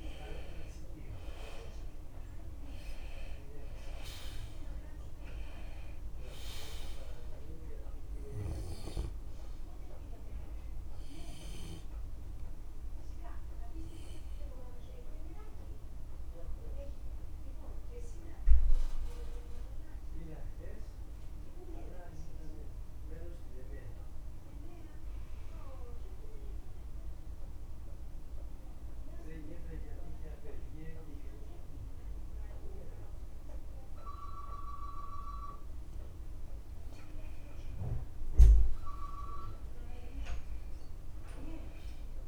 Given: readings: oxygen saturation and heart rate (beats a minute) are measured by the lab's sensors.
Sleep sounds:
breathing in sleep by a room microphone; 1
0.00-32.50 s: oxygen desaturation (device-marked, oxygen 85% lowest, heart rate 50 extreme)
14.50-36.50 s: mixed apnea (oxygen 96% before, 85% lowest, heart rate 55 before, 50 extreme, up 12 after)
34.00-36.00 s: long interval between heartbeats (device-marked, heart rate 51 before, 58 extreme)
38.00-42.00 s: arousal
From the record:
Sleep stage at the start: N2 (light sleep); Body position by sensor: on the left side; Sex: male

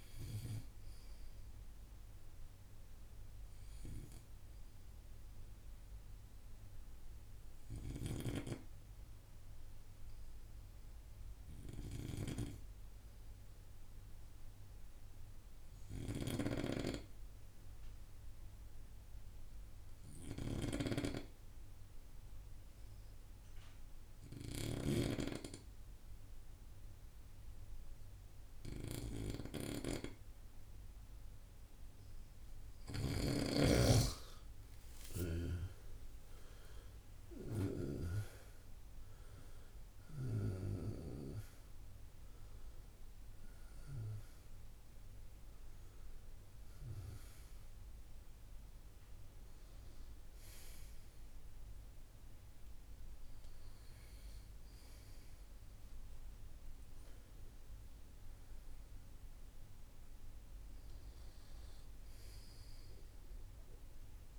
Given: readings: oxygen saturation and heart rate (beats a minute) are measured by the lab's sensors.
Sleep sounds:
breathing in sleep by a room microphone; 1
5.50-32.50 s: obstructive apnea (oxygen 95% before, 92% lowest, heart rate 59 before, 54 extreme, up 12 after)
20.00-25.00 s: snoring (device-marked)
32.00-64.39 s: oxygen desaturation (device-marked, oxygen 98% before, 92% lowest, heart rate 57 before, 54 extreme)
34.00-38.00 s: arousal
From the record:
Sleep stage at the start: N2 (light sleep); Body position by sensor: on the right side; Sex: male

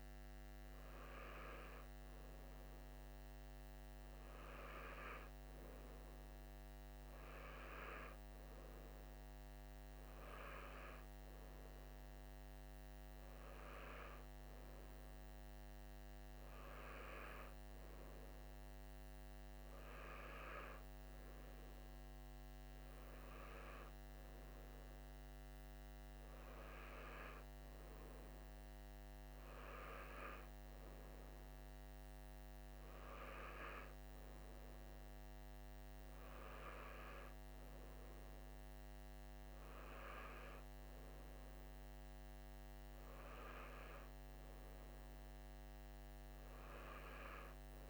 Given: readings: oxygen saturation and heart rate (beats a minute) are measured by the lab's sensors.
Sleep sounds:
breathing in sleep by a microphone on the trachea; none
none scored
From the record:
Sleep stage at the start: N3 (deep sleep); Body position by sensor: on the right side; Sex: male

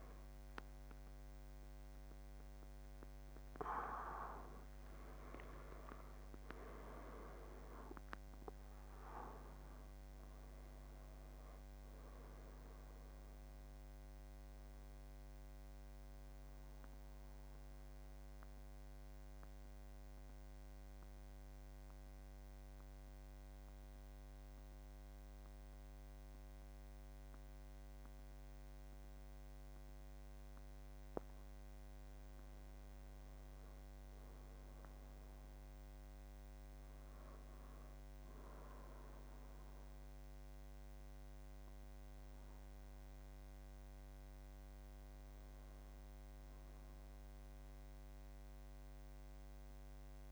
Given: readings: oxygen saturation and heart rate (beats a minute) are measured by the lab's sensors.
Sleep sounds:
breathing in sleep by a microphone on the trachea; 1
0.00-3.00 s: oxygen desaturation (device-marked, oxygen 83% lowest, heart rate 68 extreme)
5.50-10.00 s: arousal
15.00-31.00 s: central apnea (oxygen 96% before, 92% lowest, heart rate 140 before, 68 extreme, up 12 after)
32.50-35.50 s: arousal
38.00-50.32 s: oxygen desaturation (device-marked, oxygen 98% before, 93% lowest, heart rate 73 before, 69 extreme)
From the record:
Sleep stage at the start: N2 (light sleep); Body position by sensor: on the back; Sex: male

